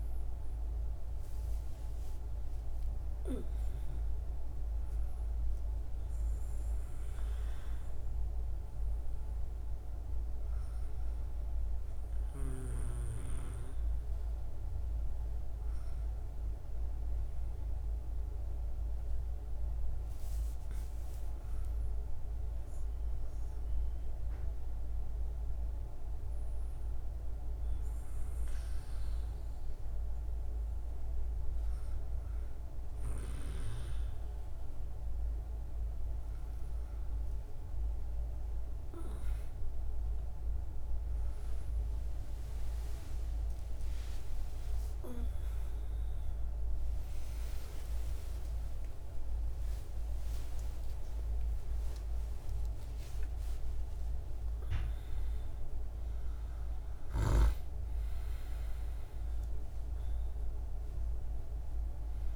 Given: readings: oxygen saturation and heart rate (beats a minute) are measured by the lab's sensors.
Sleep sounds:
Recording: breathing in sleep, hard to hear, by a room microphone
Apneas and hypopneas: none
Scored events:
0.00-4.00 s: arousal
46.50-62.36 s: new sleep stage, N1 (lightest sleep)
47.00-53.00 s: arousal
52.50-62.36 s: oxygen desaturation (device-marked, oxygen 97% before, 91% lowest, heart rate 78 before, 57 extreme)
From the record:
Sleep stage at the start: N2 (light sleep)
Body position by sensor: on the back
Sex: female

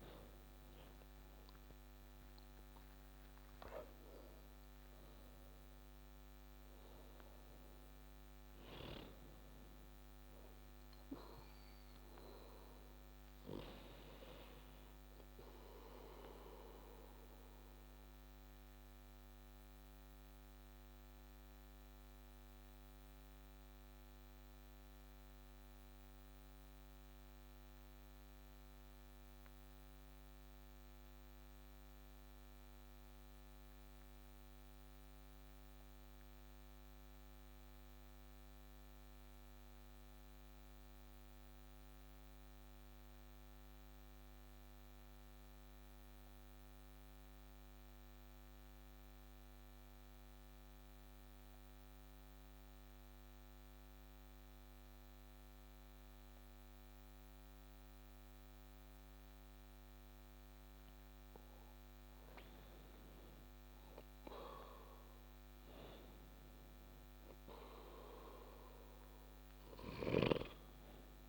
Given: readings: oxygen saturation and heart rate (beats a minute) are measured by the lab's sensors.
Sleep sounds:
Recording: breathing in sleep by a microphone on the trachea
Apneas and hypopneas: 1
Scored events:
0.00-3.00 s: arousal
0.00-38.00 s: oxygen desaturation (device-marked, oxygen 90% lowest)
16.50-61.00 s: obstructive apnea (oxygen 96% before, 90% lowest)
63.00-68.50 s: arousal
From the record:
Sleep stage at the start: N2 (light sleep)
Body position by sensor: on the back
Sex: male

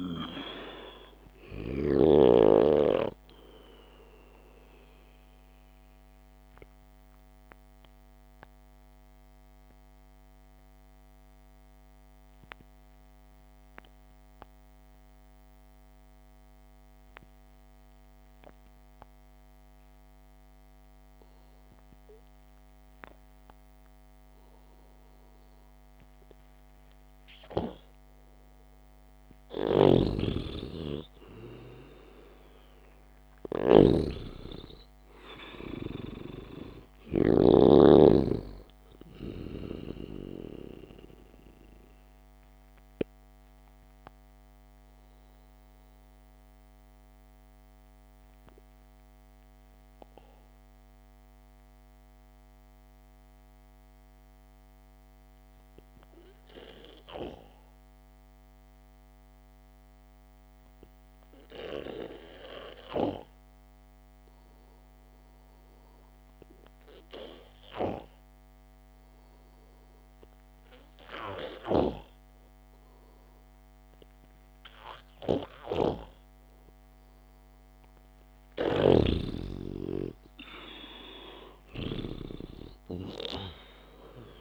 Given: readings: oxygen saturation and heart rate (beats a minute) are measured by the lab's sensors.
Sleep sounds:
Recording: breathing in sleep by a microphone on the trachea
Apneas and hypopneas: 2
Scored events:
0.00-2.00 s: arousal
0.00-13.00 s: oxygen desaturation (device-marked, oxygen 89% lowest, heart rate 55 extreme)
8.00-24.00 s: obstructive apnea (oxygen 95% before, 89% lowest, heart rate 58 before, 55 extreme, up 0 after)
29.00-33.00 s: arousal
30.00-38.00 s: snoring (device-marked)
45.00-65.50 s: obstructive apnea (oxygen 98% before, 91% lowest, heart rate 59 before, 52 extreme)
56.00-62.00 s: oxygen desaturation (device-marked, oxygen 94% before, 91% lowest, heart rate 59 before, 52 extreme)
67.50-71.00 s: arousal
76.00-79.50 s: snoring (device-marked)
From the record:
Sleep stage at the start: N2 (light sleep)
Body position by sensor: on the back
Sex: male

